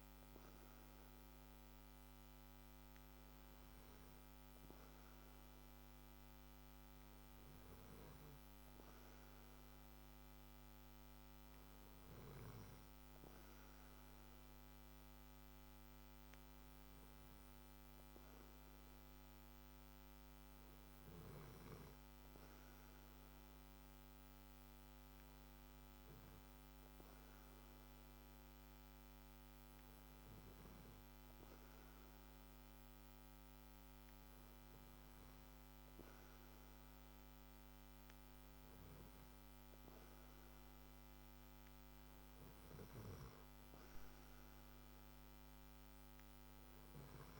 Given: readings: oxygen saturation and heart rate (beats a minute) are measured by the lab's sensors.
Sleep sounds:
breathing in sleep, hard to hear, by a microphone on the trachea; none
none scored
From the record:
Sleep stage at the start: N2 (light sleep); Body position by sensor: on the back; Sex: male

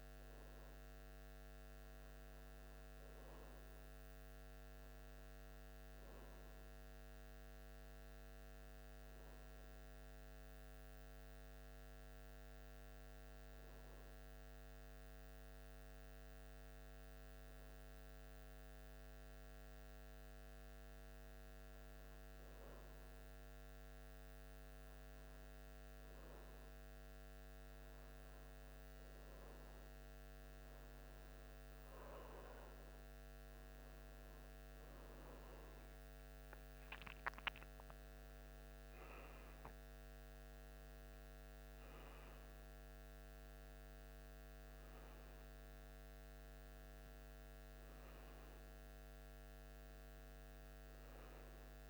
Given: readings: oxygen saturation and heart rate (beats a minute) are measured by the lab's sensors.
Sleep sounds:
breathing in sleep, hard to hear, by a microphone on the trachea; 1
10.00-21.00 s: hypopnea (oxygen 95% before, 92% lowest, heart rate 77 before, 76 extreme, up 0 after)
23.50-28.50 s: arousal
From the record:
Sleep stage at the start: N1 (lightest sleep); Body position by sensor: on the back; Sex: male

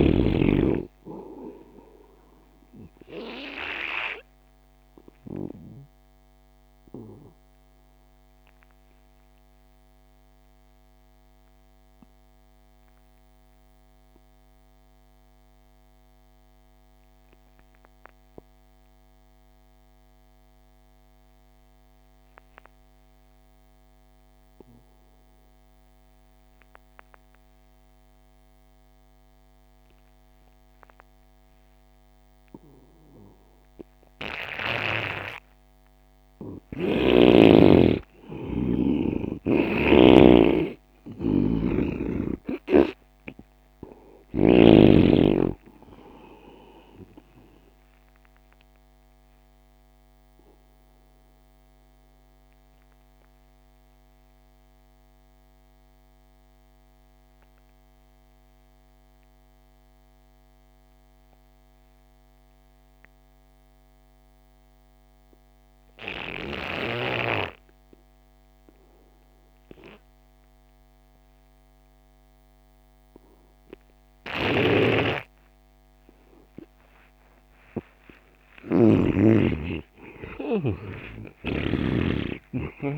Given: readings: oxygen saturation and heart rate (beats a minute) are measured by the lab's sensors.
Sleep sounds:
breathing in sleep by a microphone on the trachea; 2
0.00-16.50 s: oxygen desaturation (device-marked, oxygen 87% lowest)
4.00-36.00 s: obstructive apnea (oxygen 99% before, 85% lowest)
37.50-61.50 s: oxygen desaturation (device-marked, oxygen 98% before, 85% lowest)
39.00-43.00 s: arousal
50.00-76.50 s: obstructive apnea (oxygen 99% before, 84% lowest)
73.50-82.98 s: oxygen desaturation (device-marked, oxygen 98% before, 84% lowest)
74.50-79.50 s: snoring (device-marked)
78.00-82.50 s: arousal
From the record:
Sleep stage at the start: N2 (light sleep); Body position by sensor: on the right side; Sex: male

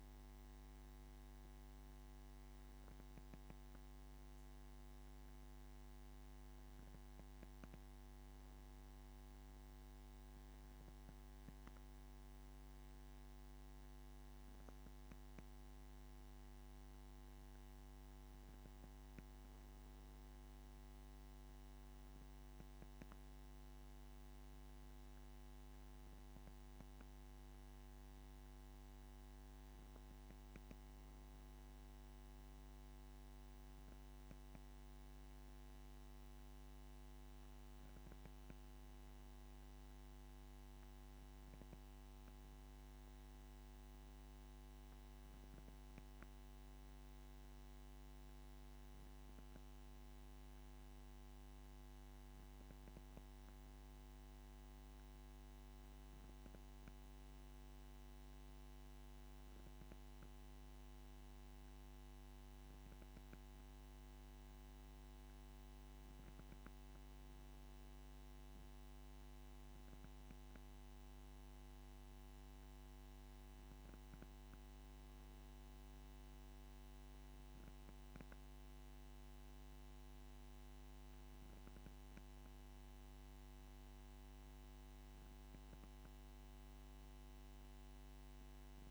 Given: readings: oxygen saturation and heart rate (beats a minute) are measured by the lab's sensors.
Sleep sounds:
breathing in sleep, hard to hear, by a microphone on the trachea; none
none scored
From the record:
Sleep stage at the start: N1 (lightest sleep); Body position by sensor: on the back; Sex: male

